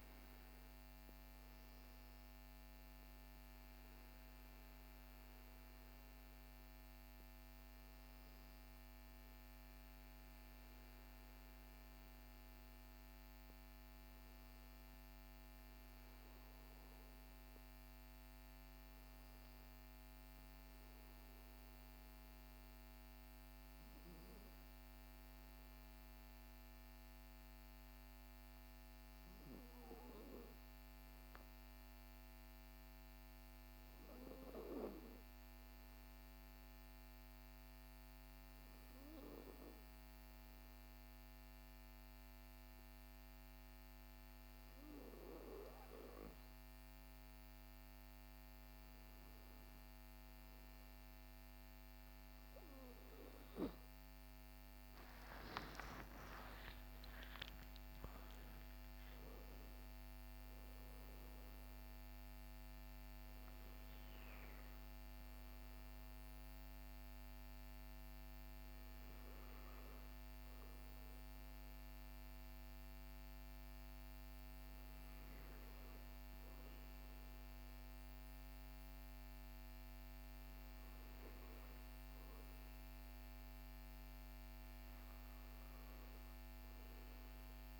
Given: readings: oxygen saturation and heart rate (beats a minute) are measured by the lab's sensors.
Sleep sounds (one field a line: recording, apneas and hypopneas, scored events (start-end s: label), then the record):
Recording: breathing in sleep by a microphone on the trachea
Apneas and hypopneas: none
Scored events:
54.50-59.50 s: arousal
From the record:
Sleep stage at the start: N2 (light sleep)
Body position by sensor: on the back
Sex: male